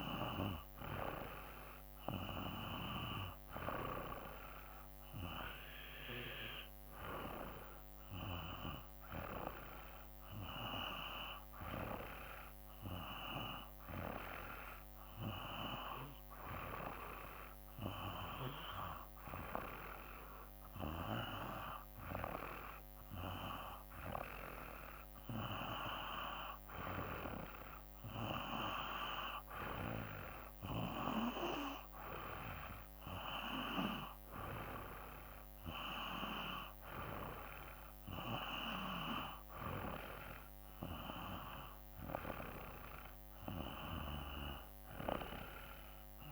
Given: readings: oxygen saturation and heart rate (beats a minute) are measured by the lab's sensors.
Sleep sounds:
breathing in sleep by a microphone on the trachea; 1
0.00-10.50 s: oxygen desaturation (device-marked, oxygen 89% lowest, heart rate 54 extreme)
12.00-25.50 s: hypopnea (oxygen 94% before, 92% lowest, heart rate 57 before, 55 extreme, up 3 after)
27.50-31.50 s: arousal
From the record:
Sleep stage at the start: N2 (light sleep); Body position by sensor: on the back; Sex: male

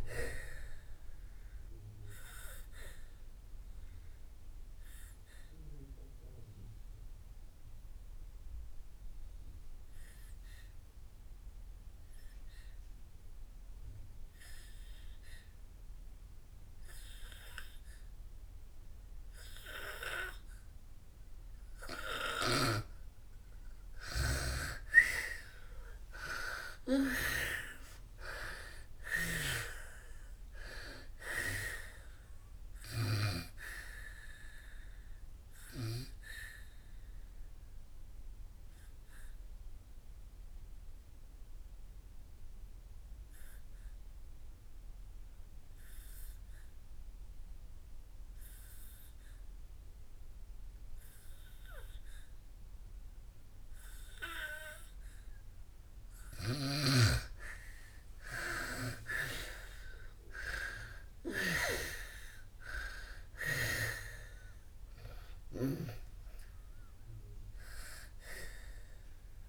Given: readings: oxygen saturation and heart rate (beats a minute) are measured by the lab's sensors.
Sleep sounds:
breathing in sleep by a room microphone; 2
0.00-17.00 s: oxygen desaturation (device-marked, oxygen 85% lowest, heart rate 59 extreme)
1.50-24.00 s: obstructive apnea (oxygen 99% before, 84% lowest, heart rate 65 before, 57 extreme, up 8 after)
23.00-53.00 s: oxygen desaturation (device-marked, oxygen 98% before, 84% lowest, heart rate 65 before, 57 extreme)
26.50-30.00 s: arousal
36.00-55.50 s: obstructive apnea (oxygen 98% before, 84% lowest, heart rate 69 before, 57 extreme, up 21 after)
57.50-61.50 s: arousal
65.00-69.49 s: oxygen desaturation (device-marked, oxygen 98% before, 85% lowest, heart rate 67 before, 57 extreme)
From the record:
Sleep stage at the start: N2 (light sleep); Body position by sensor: on the back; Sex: female

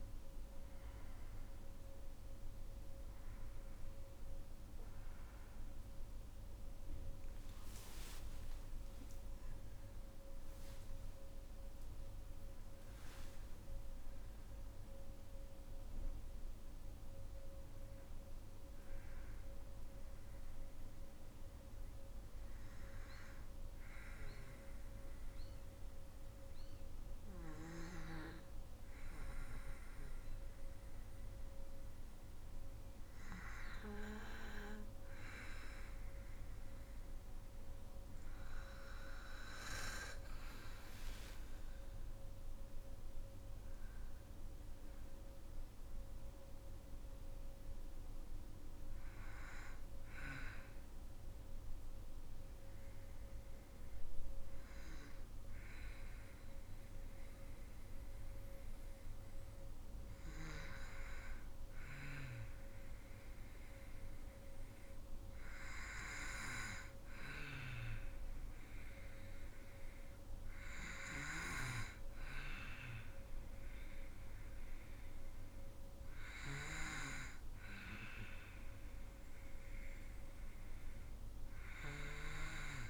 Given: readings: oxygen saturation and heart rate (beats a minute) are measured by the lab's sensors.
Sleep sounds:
breathing in sleep by a room microphone; 2
7.00-9.00 s: long interval between heartbeats (device-marked, heart rate 60 before, 69 extreme)
7.00-12.00 s: arousal
8.00-82.90 s: new sleep stage, N2 (light sleep)
19.00-35.50 s: obstructive apnea (oxygen 99% before, 94% lowest, heart rate 65 before, 52 extreme, up 13 after)
36.00-62.00 s: oxygen desaturation (device-marked, oxygen 98% before, 94% lowest, heart rate 55 before, 54 extreme)
38.50-42.00 s: arousal
50.00-61.00 s: obstructive apnea (oxygen 98% before, 94% lowest, heart rate 60 before, 54 extreme, up 4 after)
64.00-67.50 s: arousal
From the record:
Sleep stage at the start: N1 (lightest sleep); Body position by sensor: on the back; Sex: female

